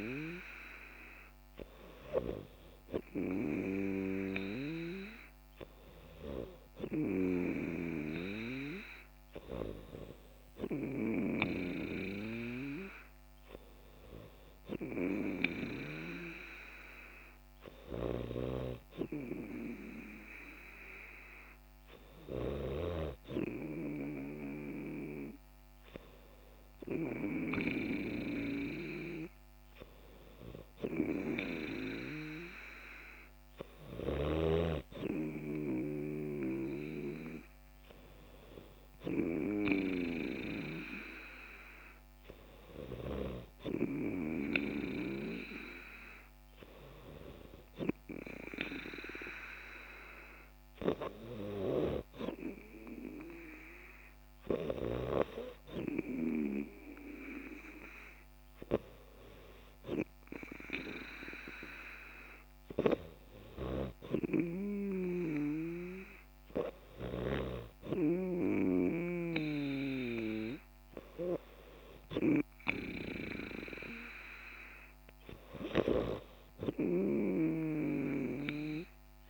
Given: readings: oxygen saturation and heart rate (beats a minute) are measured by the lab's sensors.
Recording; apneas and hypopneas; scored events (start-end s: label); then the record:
breathing in sleep by a microphone on the trachea; none
none scored
From the record:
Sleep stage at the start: N3 (deep sleep); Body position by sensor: on the back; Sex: female